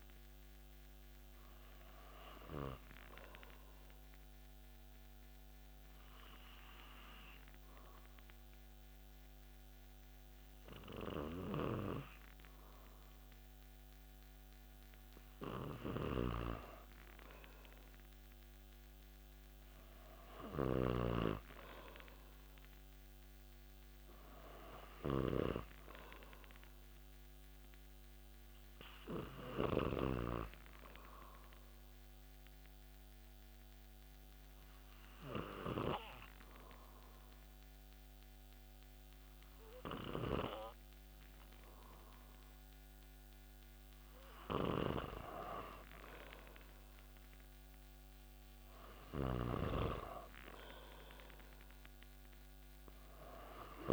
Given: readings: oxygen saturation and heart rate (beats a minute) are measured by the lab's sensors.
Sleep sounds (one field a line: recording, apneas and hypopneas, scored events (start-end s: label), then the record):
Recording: breathing in sleep by a microphone on the trachea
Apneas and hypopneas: 2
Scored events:
1.50-14.50 s: obstructive apnea (oxygen 96% before, 92% lowest)
19.50-23.50 s: arousal
20.50-30.00 s: snoring (device-marked)
30.00-44.50 s: obstructive apnea (oxygen 96% before, 92% lowest)
48.00-52.00 s: arousal
49.00-53.93 s: snoring (device-marked)
From the record:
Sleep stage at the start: N2 (light sleep)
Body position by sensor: on the back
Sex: male